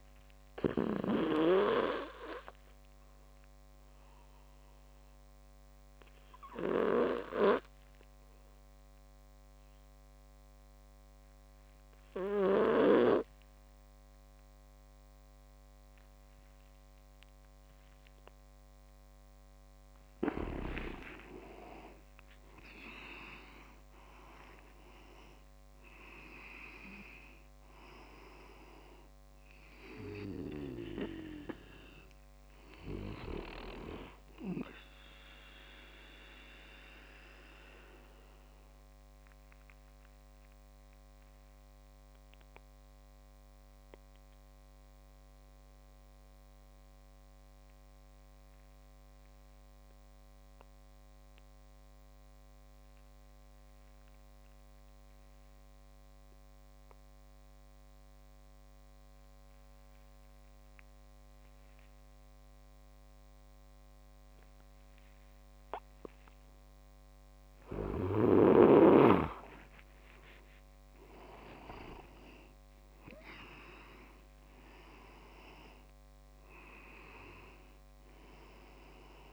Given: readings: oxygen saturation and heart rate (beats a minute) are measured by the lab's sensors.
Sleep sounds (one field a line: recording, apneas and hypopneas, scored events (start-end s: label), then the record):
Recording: breathing in sleep by a microphone on the trachea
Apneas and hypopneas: 2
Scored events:
0.00-1.50 s: snoring (device-marked)
4.50-20.00 s: obstructive apnea (oxygen 100% before, 93% lowest)
21.00-26.00 s: arousal
21.00-27.00 s: leg movement (device-marked)
36.50-67.00 s: obstructive apnea (oxygen 97% before, 92% lowest)
66.00-79.33 s: oxygen desaturation (device-marked, oxygen 99% before, 92% lowest)
70.00-75.00 s: arousal
From the record:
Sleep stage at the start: N2 (light sleep)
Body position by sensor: on the back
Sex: male